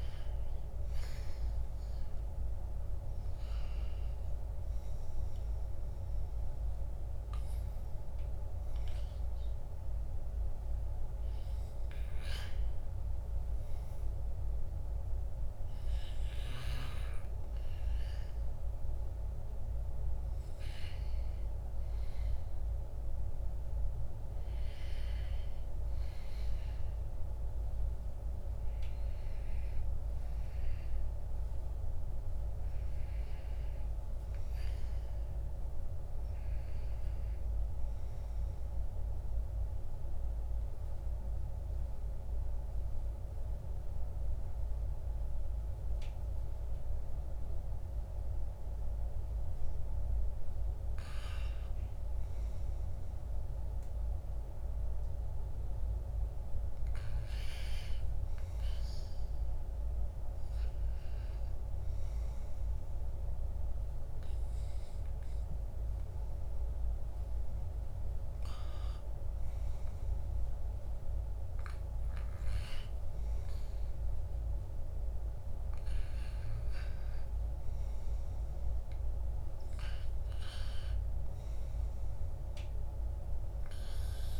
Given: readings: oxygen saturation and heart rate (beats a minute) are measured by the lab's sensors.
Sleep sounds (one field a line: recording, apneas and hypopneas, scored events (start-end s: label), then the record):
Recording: breathing in sleep, hard to hear, by a room microphone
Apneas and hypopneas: 1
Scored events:
0.00-2.50 s: arousal
0.00-6.50 s: oxygen desaturation (device-marked, oxygen 92% lowest, heart rate 53 extreme)
40.00-51.50 s: obstructive apnea (oxygen 97% before, 94% lowest, heart rate 66 before, 63 extreme, up 4 after)
53.50-57.00 s: arousal
71.50-84.40 s: oxygen desaturation (device-marked, oxygen 98% before, 94% lowest, heart rate 68 before, 70 extreme)
From the record:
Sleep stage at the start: REM sleep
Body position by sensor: on the back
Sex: male